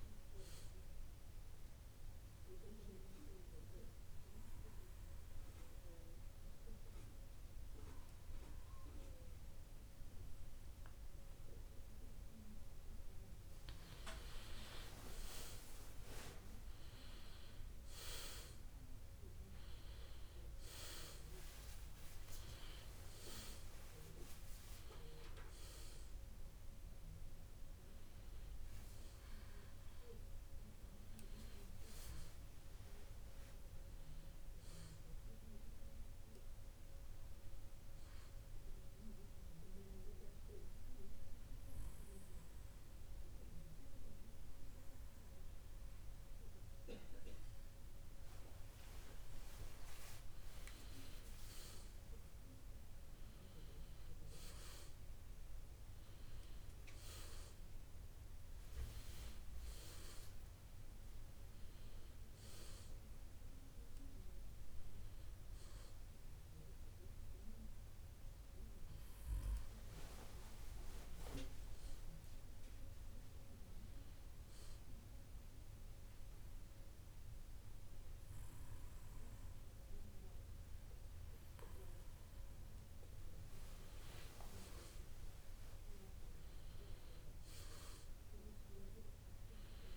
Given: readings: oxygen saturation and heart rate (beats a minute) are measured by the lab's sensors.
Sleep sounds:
breathing in sleep by a room microphone; 3
3.00-14.00 s: obstructive apnea (oxygen 97% before, 93% lowest, heart rate 64 before, 61 extreme, up 8 after)
26.50-31.00 s: arousal
39.00-51.50 s: obstructive apnea (oxygen 96% before, 93% lowest, heart rate 67 before, 59 extreme, up 10 after)
54.00-58.00 s: arousal
74.50-85.50 s: obstructive apnea (oxygen 98% before, 95% lowest, heart rate 66 before, 58 extreme, up 8 after)
88.00-89.97 s: arousal
From the record:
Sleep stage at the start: N2 (light sleep); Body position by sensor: on the back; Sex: male

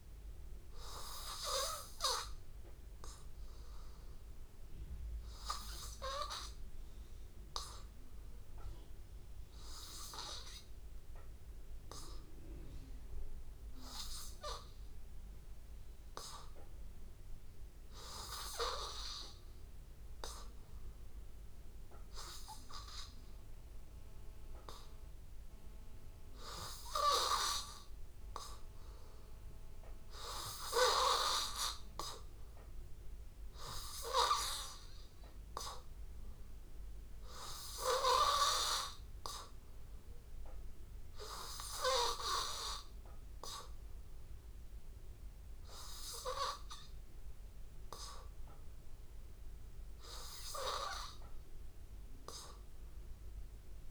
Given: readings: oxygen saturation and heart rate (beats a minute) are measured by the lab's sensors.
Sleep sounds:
breathing in sleep by a room microphone; none
23.50-42.50 s: oxygen desaturation (device-marked, oxygen 95% before, 91% lowest, heart rate 84 before, 83 extreme)
From the record:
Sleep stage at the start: N2 (light sleep); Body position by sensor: on the back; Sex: male

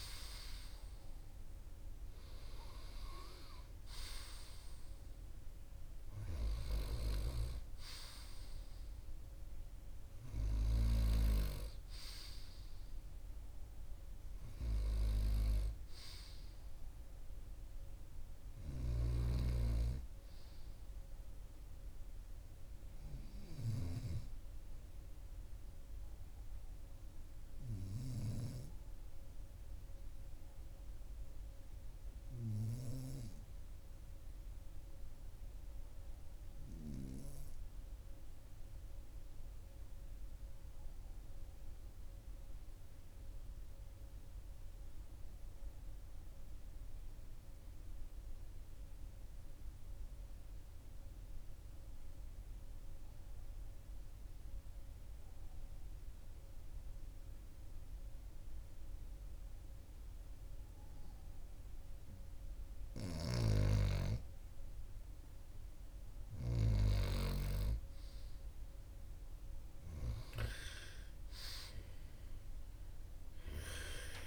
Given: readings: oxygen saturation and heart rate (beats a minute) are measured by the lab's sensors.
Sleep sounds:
breathing in sleep by a room microphone; 1
32.50-62.50 s: obstructive apnea (oxygen 99% before, 93% lowest, heart rate 43 before, 39 extreme, up 2 after)
64.00-67.50 s: arousal
From the record:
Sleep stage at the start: N2 (light sleep); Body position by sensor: on the right side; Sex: male

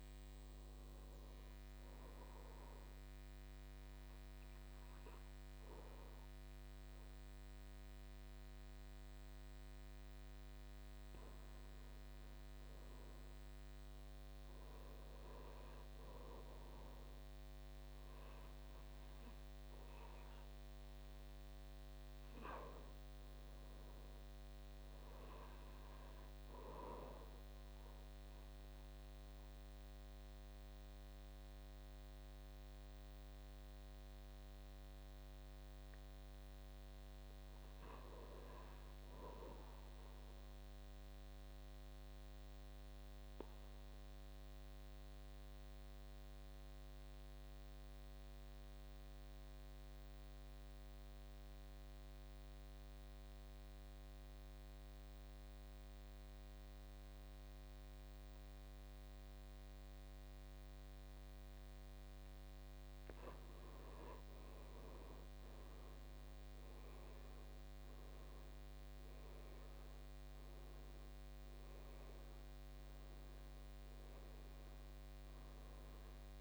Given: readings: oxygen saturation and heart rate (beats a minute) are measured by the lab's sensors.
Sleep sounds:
breathing in sleep, hard to hear, by a microphone on the trachea; 2
2.00-12.00 s: obstructive apnea (oxygen 99% before, 87% lowest, heart rate 57 before, 56 extreme, up 11 after)
13.50-16.50 s: arousal
17.00-38.00 s: oxygen desaturation (device-marked, oxygen 98% before, 92% lowest, heart rate 55 before, 58 extreme)
40.00-62.50 s: obstructive apnea (oxygen 97% before, 81% lowest, heart rate 60 before, 56 extreme, up 9 after)
55.00-76.41 s: oxygen desaturation (device-marked, oxygen 94% before, 81% lowest, heart rate 60 before, 55 extreme)
64.50-68.50 s: arousal
From the record:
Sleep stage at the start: N2 (light sleep); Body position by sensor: on the back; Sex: male

